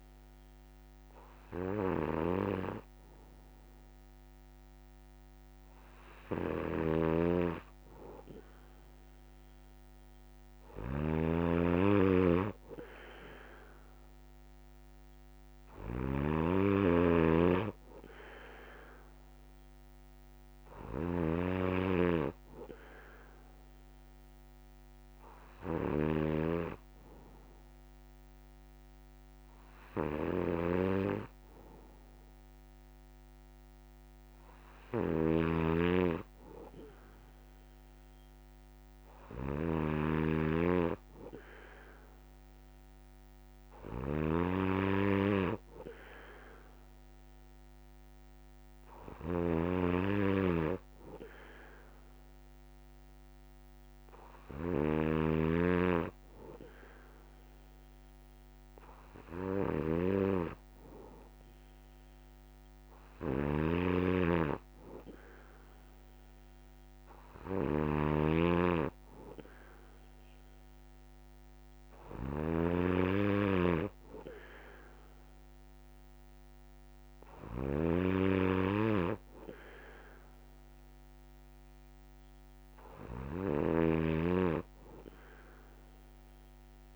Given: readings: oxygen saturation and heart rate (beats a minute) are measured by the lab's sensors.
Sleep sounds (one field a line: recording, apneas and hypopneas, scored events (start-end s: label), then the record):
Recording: breathing in sleep by a microphone on the trachea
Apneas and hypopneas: none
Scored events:
0.00-86.96 s: snoring (device-marked)
2.00-86.96 s: new sleep stage, N1 (lightest sleep)
From the record:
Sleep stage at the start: N3 (deep sleep)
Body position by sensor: on the back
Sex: male